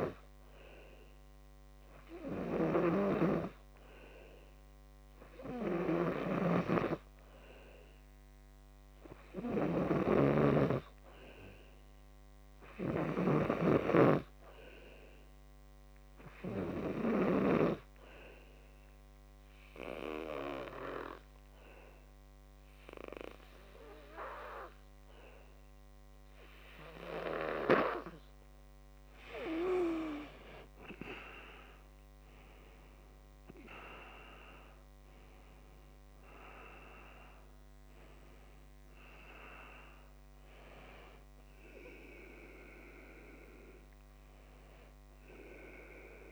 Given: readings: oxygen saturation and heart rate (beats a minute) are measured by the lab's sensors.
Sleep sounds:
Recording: breathing in sleep by a microphone on the trachea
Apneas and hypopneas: 1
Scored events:
10.50-11.50 s: oxygen desaturation (device-marked, oxygen 95% before, 94% lowest, heart rate 54 before, 59 extreme)
15.50-28.00 s: obstructive apnea (oxygen 95% before, 85% lowest, heart rate 56 before, 52 extreme, up 14 after)
30.00-34.00 s: arousal
From the record:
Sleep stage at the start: N2 (light sleep)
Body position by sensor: on the back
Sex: male

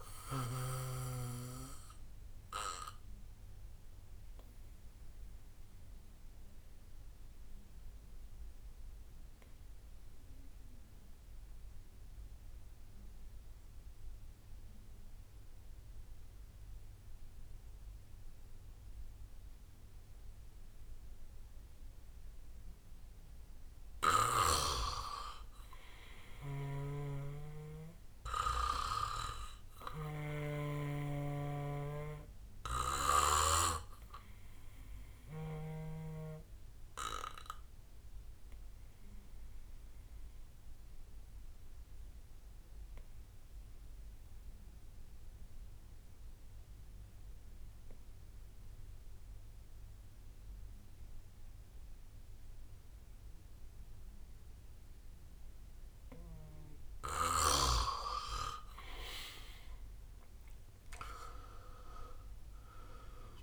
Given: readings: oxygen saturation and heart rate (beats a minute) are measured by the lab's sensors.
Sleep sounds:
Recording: breathing in sleep by a room microphone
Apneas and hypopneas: 2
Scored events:
0.00-3.50 s: drop in pulse transit time (device-marked, heart rate 63 extreme)
0.00-11.50 s: oxygen desaturation (device-marked, oxygen 89% lowest, heart rate 57 extreme)
1.50-5.50 s: bradycardia (device-marked, heart rate 72 before, 58 extreme)
2.50-24.50 s: obstructive apnea (oxygen 96% before, 87% lowest, heart rate 70 before, 60 extreme, up 5 after)
25.50-44.50 s: oxygen desaturation (device-marked, oxygen 98% before, 92% lowest, heart rate 63 before, 62 extreme)
26.00-30.00 s: arousal
27.00-31.00 s: snoring (device-marked)
35.00-57.00 s: obstructive apnea (oxygen 99% before, 87% lowest, heart rate 65 before, 59 extreme, up 16 after)
54.50-63.43 s: oxygen desaturation (device-marked, oxygen 97% before, 87% lowest, heart rate 64 before, 59 extreme)
60.00-63.43 s: arousal
61.50-63.43 s: drop in pulse transit time (device-marked, heart rate 64 before, 60 extreme)
From the record:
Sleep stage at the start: N2 (light sleep)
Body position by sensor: on the back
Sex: male

